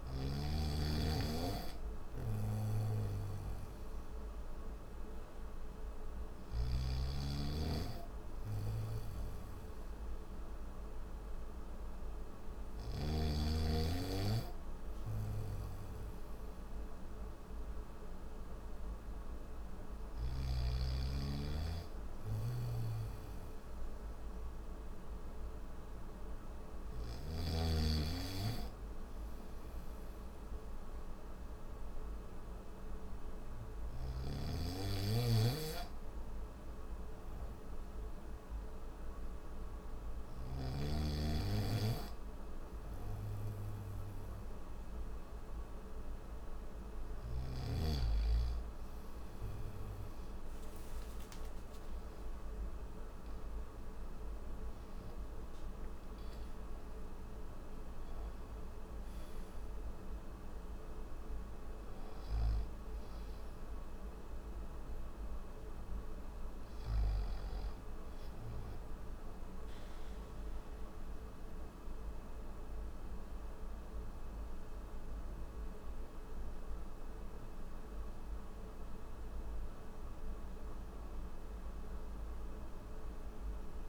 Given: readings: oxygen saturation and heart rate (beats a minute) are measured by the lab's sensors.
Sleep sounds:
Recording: breathing in sleep by a room microphone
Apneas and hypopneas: none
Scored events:
0.00-6.00 s: snoring (device-marked)
22.00-27.00 s: snoring (device-marked)
61.50-67.00 s: snoring (device-marked)
From the record:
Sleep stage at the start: N3 (deep sleep)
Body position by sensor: on the back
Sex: male

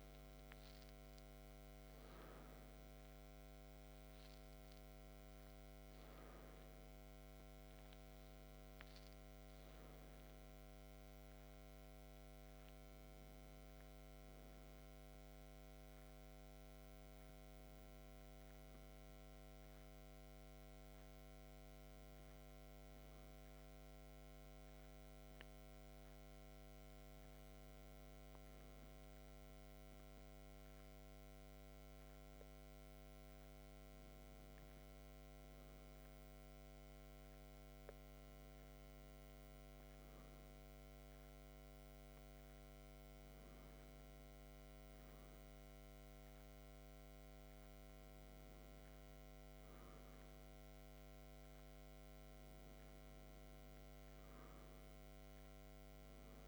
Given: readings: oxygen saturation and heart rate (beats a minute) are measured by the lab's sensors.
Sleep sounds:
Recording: breathing in sleep, hard to hear, by a microphone on the trachea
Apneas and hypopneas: none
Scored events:
3.50-18.50 s: oxygen desaturation (device-marked, oxygen 98% before, 94% lowest, heart rate 48 before, 44 extreme)
19.50-56.47 s: new sleep stage, N2 (light sleep)
From the record:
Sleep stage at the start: N1 (lightest sleep)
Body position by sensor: on the back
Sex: male

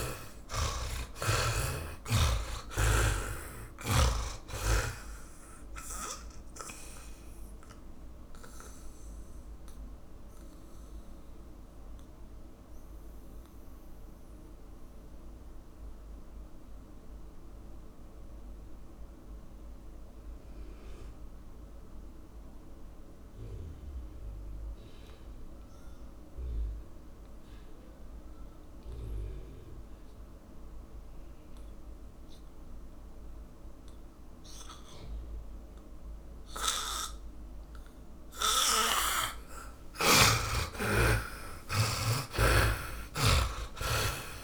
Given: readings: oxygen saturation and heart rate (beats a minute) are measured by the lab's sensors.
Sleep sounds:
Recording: breathing in sleep by a room microphone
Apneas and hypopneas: 1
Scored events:
0.00-1.50 s: arousal
0.00-27.50 s: oxygen desaturation (device-marked, oxygen 77% lowest)
1.00-4.50 s: snoring (device-marked)
8.50-38.50 s: mixed apnea (oxygen 100% before, 77% lowest)
29.50-44.44 s: oxygen desaturation (device-marked, oxygen 100% before, 77% lowest)
42.00-44.44 s: arousal
From the record:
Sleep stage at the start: N2 (light sleep)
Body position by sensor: on the back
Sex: male

